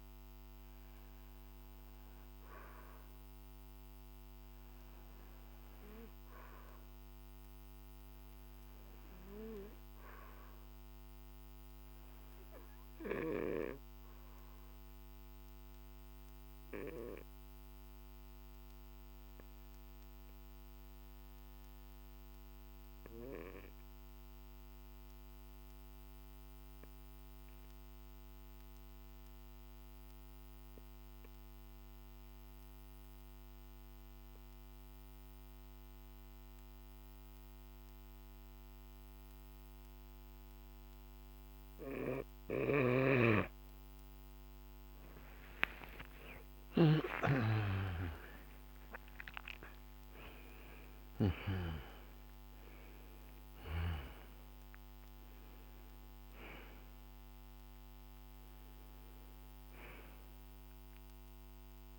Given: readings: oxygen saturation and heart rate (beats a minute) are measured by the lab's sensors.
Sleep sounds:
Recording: breathing in sleep by a microphone on the trachea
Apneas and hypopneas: 1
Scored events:
12.50-42.50 s: obstructive apnea (oxygen 97% before, 88% lowest, heart rate 50 before, 47 extreme, up 15 after)
32.50-61.99 s: oxygen desaturation (device-marked, oxygen 96% before, 88% lowest, heart rate 49 before, 46 extreme)
45.00-50.50 s: arousal
From the record:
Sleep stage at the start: N2 (light sleep)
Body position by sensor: on the back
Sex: male

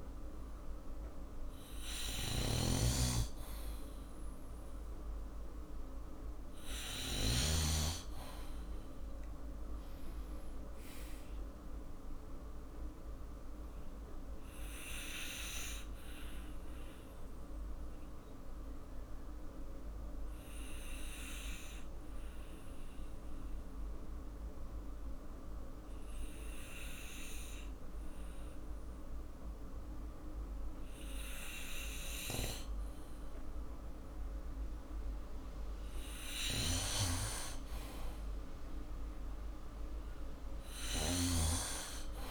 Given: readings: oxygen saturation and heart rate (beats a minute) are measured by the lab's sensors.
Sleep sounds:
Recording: breathing in sleep by a room microphone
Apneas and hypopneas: 1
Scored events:
0.00-7.50 s: snoring (device-marked)
14.00-35.00 s: obstructive apnea (oxygen 99% before, 93% lowest, heart rate 57 before, 53 extreme, up 6 after)
18.50-37.50 s: oxygen desaturation (device-marked, oxygen 98% before, 94% lowest, heart rate 58 before, 53 extreme)
37.00-42.00 s: arousal
From the record:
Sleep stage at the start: N2 (light sleep)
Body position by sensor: on the back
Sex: male

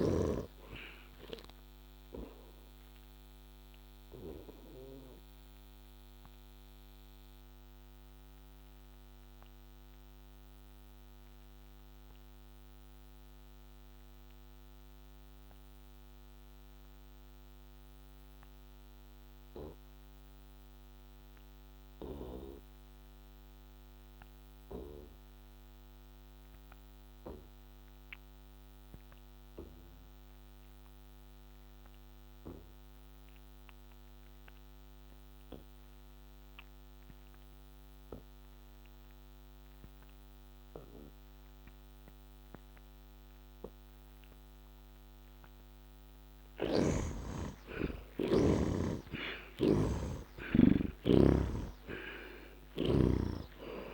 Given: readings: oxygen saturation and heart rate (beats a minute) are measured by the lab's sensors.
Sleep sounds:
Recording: breathing in sleep by a microphone on the trachea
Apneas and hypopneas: 1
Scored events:
2.00-44.00 s: obstructive apnea (heart rate 72 before, 60 extreme, up 12 after)
46.00-52.50 s: snoring (device-marked)
47.50-51.50 s: arousal
From the record:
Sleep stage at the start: N2 (light sleep)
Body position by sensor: on the back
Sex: male

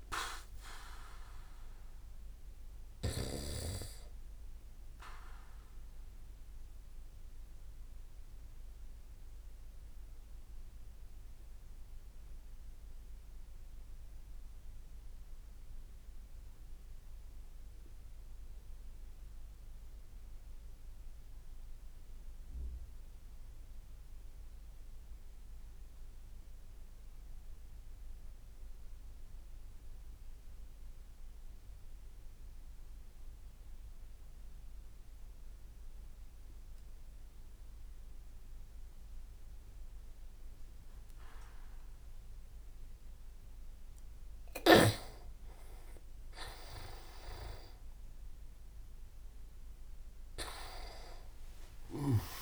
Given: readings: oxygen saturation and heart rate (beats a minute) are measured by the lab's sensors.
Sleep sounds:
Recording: breathing in sleep by a room microphone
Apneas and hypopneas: 1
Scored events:
6.50-43.50 s: mixed apnea (oxygen 97% before, 93% lowest)
38.50-52.42 s: oxygen desaturation (device-marked, oxygen 99% before, 93% lowest)
45.00-49.00 s: arousal
From the record:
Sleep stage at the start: N2 (light sleep)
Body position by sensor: on the back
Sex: male

